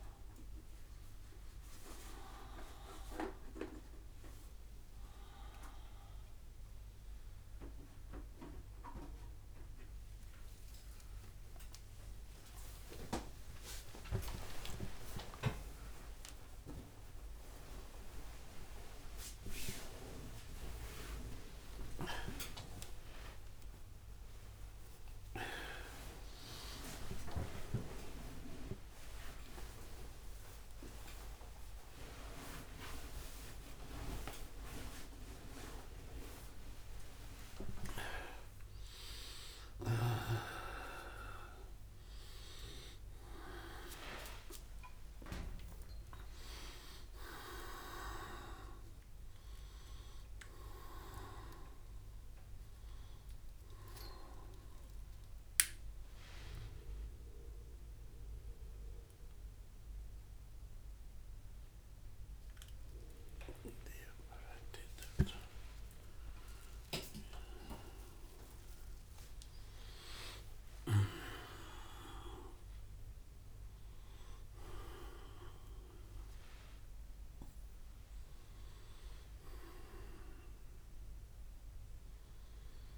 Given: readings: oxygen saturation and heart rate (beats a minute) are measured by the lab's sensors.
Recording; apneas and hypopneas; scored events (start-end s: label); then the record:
a person awake in a sleep study, by a room microphone; none
11.00-13.00 s: long interval between heartbeats (device-marked, heart rate 94 before, 85 extreme)
14.00-16.00 s: long interval between heartbeats (device-marked, heart rate 90 before, 93 extreme)
18.00-20.00 s: long interval between heartbeats (device-marked, heart rate 85 before, 102 extreme)
20.00-22.00 s: long interval between heartbeats (device-marked, heart rate 86 before, 88 extreme)
22.00-24.00 s: long interval between heartbeats (device-marked, heart rate 87 before, 83 extreme)
24.00-26.00 s: long interval between heartbeats (device-marked, heart rate 87 before, 89 extreme)
26.00-28.00 s: long interval between heartbeats (device-marked, heart rate 89 before, 124 extreme)
29.50-31.50 s: long interval between heartbeats (device-marked, heart rate 99 before, 99 extreme)
31.50-33.50 s: long interval between heartbeats (device-marked, heart rate 102 before, 93 extreme)
33.50-35.50 s: long interval between heartbeats (device-marked, heart rate 103 before, 73 extreme)
43.00-45.00 s: long interval between heartbeats (device-marked, heart rate 94 before, 111 extreme)
46.00-48.00 s: long interval between heartbeats (device-marked, heart rate 98 before, 129 extreme)
65.50-67.50 s: long interval between heartbeats (device-marked, heart rate 87 before, 101 extreme)
69.00-71.00 s: long interval between heartbeats (device-marked, heart rate 86 before, 142 extreme)
From the record:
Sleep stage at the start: awake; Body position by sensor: on the right side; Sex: male